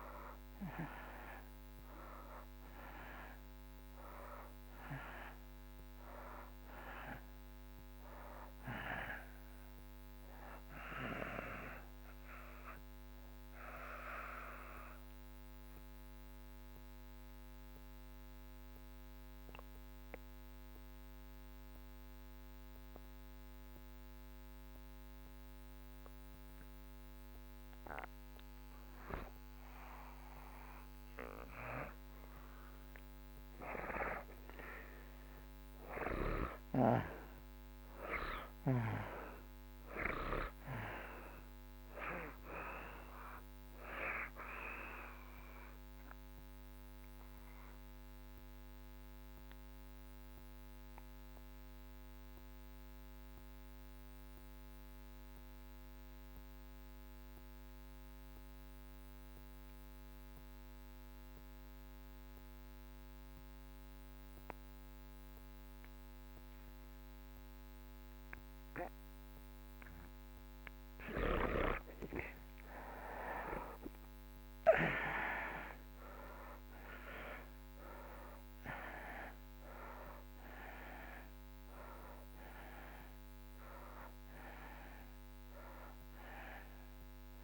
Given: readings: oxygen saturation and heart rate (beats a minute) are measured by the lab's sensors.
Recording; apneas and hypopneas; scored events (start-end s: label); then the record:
breathing in sleep by a microphone on the trachea; 2
0.00-4.00 s: oxygen desaturation (device-marked, oxygen 70% lowest)
6.00-26.00 s: oxygen desaturation (device-marked, oxygen 74% before, 63% lowest)
14.00-27.50 s: mixed apnea (oxygen 80% before, 63% lowest)
31.00-36.50 s: arousal
31.00-87.44 s: new sleep stage, REM sleep
38.00-69.00 s: oxygen desaturation (device-marked, oxygen 97% before, 81% lowest)
47.50-68.50 s: obstructive apnea (oxygen 97% before, 68% lowest)
72.50-78.50 s: arousal
76.00-87.44 s: oxygen desaturation (device-marked, oxygen 91% before, 68% lowest)
From the record:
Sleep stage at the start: N2 (light sleep); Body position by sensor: on the back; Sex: male